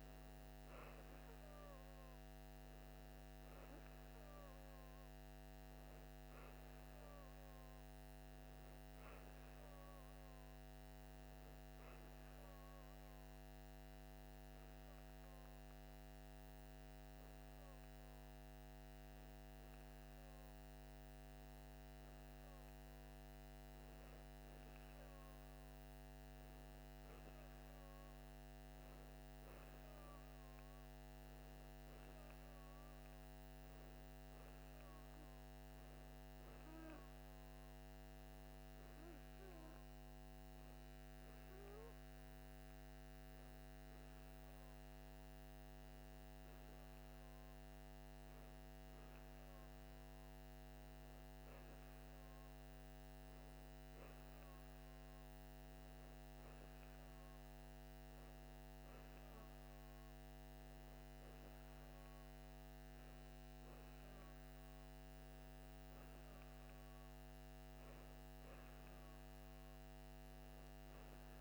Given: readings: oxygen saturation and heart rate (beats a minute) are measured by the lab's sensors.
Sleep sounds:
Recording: breathing in sleep, hard to hear, by a microphone on the trachea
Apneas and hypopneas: 1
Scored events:
0.00-11.00 s: oxygen desaturation (device-marked, oxygen 88% lowest, heart rate 69 extreme)
9.00-21.00 s: hypopnea (oxygen 92% before, 87% lowest, heart rate 148 before, 72 extreme)
23.00-26.50 s: arousal
27.00-71.41 s: new sleep stage, N2 (light sleep)
31.00-44.00 s: oxygen desaturation (device-marked, oxygen 90% before, 87% lowest, heart rate 119 before, 98 extreme)
From the record:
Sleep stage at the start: N1 (lightest sleep)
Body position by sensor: on the right side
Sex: female

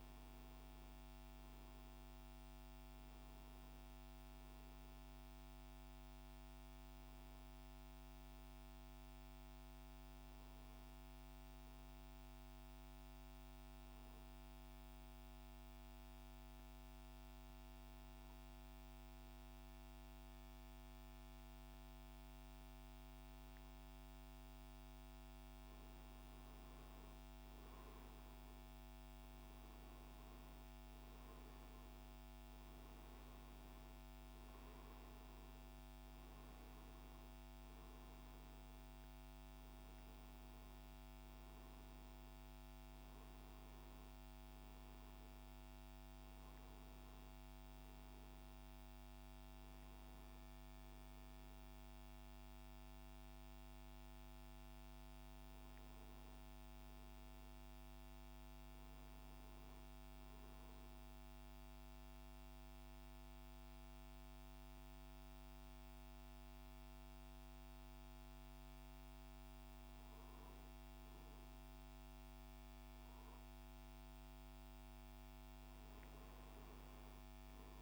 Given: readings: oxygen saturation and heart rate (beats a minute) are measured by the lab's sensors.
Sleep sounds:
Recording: breathing in sleep, hard to hear, by a microphone on the trachea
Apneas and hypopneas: 2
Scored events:
7.00-22.50 s: hypopnea (oxygen 96% before, 93% lowest, heart rate 72 before, 70 extreme, up 2 after)
23.50-26.00 s: arousal
27.50-41.50 s: oxygen desaturation (device-marked, oxygen 97% before, 93% lowest, heart rate 71 before, 71 extreme)
54.00-57.50 s: arousal
61.00-71.00 s: mixed apnea (oxygen 97% before, 94% lowest, heart rate 72 before, 69 extreme, up 3 after)
73.50-77.00 s: arousal
From the record:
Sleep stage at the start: N2 (light sleep)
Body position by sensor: on the right side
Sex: male

